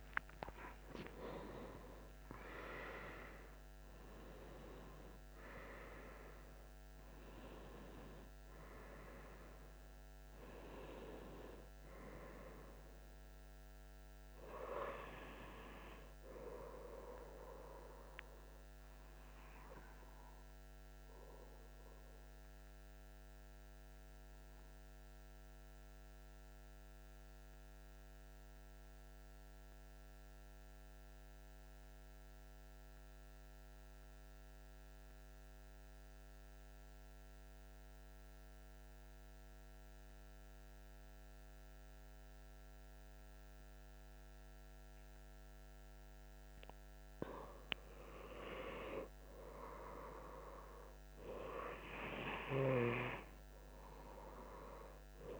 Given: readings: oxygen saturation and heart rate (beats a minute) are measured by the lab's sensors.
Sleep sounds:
breathing in sleep by a microphone on the trachea; 1
0.00-20.50 s: oxygen desaturation (device-marked, oxygen 89% lowest)
23.00-45.50 s: mixed apnea (oxygen 98% before, 91% lowest, heart rate 159 before, 104 extreme, up 12 after)
47.00-52.00 s: arousal
49.50-55.40 s: oxygen desaturation (device-marked, oxygen 98% before, 93% lowest)
From the record:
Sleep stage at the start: N2 (light sleep); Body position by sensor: on the back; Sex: male

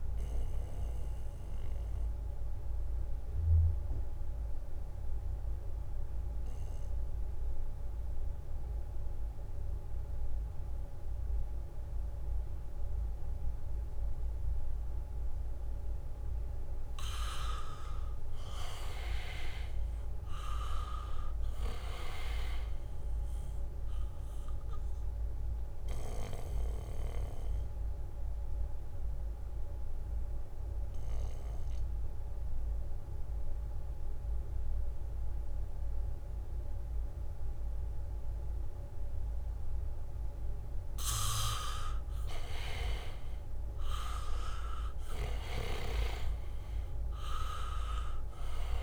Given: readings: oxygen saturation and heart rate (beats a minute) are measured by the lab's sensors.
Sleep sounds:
breathing in sleep by a room microphone; 2
0.00-10.00 s: oxygen desaturation (device-marked, oxygen 86% lowest, heart rate 68 extreme)
1.50-17.50 s: mixed apnea (oxygen 98% before, 86% lowest, heart rate 71 before, 70 extreme, up 1 after)
17.00-27.00 s: leg movement (device-marked)
17.00-41.00 s: oxygen desaturation (device-marked, oxygen 99% before, 89% lowest, heart rate 74 before, 68 extreme)
19.00-22.50 s: arousal
25.50-41.00 s: obstructive apnea (oxygen 99% before, 84% lowest, heart rate 74 before, 68 extreme, up 4 after)
37.50-47.00 s: leg movement (device-marked)
43.50-47.50 s: arousal
47.00-48.83 s: oxygen desaturation (device-marked, oxygen 98% before, 88% lowest, heart rate 72 before, 68 extreme)
From the record:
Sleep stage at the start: N2 (light sleep); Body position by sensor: on the back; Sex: male

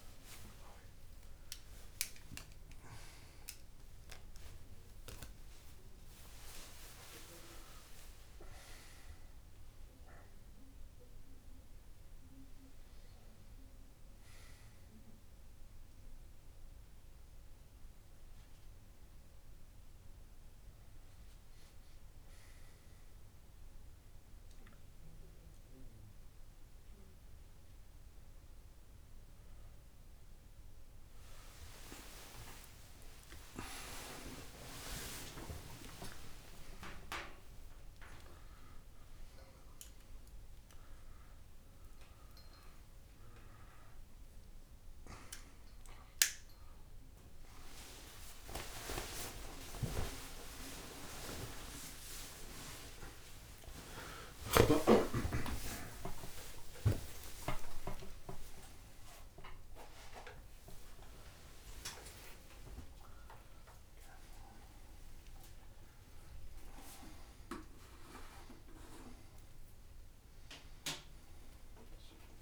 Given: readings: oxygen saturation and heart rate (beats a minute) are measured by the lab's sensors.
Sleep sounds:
a person awake in a sleep study, by a room microphone; none
0.50-2.50 s: long interval between heartbeats (device-marked, heart rate 79 before, 91 extreme)
37.00-39.00 s: long interval between heartbeats (device-marked)
38.00-44.00 s: tachycardia (device-marked)
41.00-43.00 s: long interval between heartbeats (device-marked)
43.00-45.00 s: long interval between heartbeats (device-marked)
47.50-49.50 s: long interval between heartbeats (device-marked, heart rate 41 before, 79 extreme)
62.50-64.50 s: long interval between heartbeats (device-marked, heart rate 68 before, 68 extreme)
68.50-70.50 s: long interval between heartbeats (device-marked, heart rate 55 before, 38 extreme)
From the record:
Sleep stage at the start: awake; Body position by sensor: on the back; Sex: male

